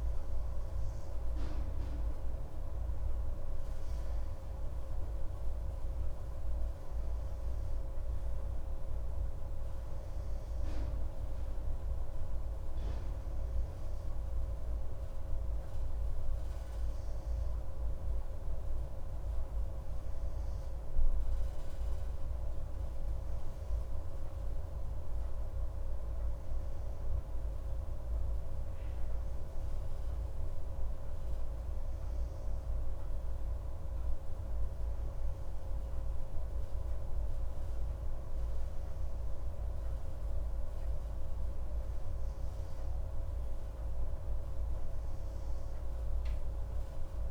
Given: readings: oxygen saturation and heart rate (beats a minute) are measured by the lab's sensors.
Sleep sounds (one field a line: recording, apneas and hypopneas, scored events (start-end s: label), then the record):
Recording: breathing in sleep, hard to hear, by a room microphone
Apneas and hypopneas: none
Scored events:
none scored
From the record:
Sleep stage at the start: N2 (light sleep)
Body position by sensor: on the right side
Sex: male